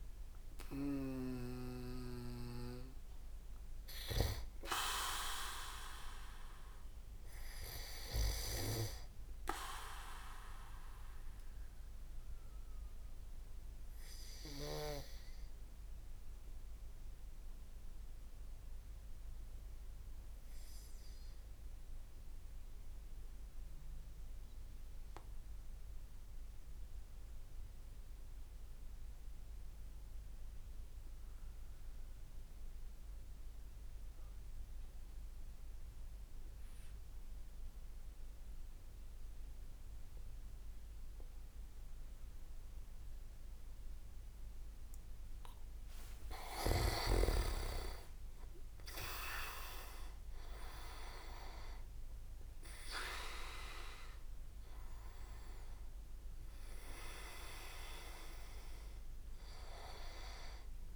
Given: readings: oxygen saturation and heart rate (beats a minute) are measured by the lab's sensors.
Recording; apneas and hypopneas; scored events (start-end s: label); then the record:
breathing in sleep by a room microphone; 1
0.00-3.00 s: oxygen desaturation (device-marked, oxygen 94% lowest, heart rate 61 extreme)
0.50-4.50 s: snoring (device-marked)
11.50-45.50 s: mixed apnea (oxygen 97% before, 94% lowest, heart rate 64 before, 59 extreme, up 28 after)
40.00-60.96 s: oxygen desaturation (device-marked, oxygen 99% before, 94% lowest, heart rate 63 before, 59 extreme)
46.00-48.00 s: leg movement (device-marked)
47.50-52.50 s: arousal
From the record:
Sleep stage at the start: N2 (light sleep); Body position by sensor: on the back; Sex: male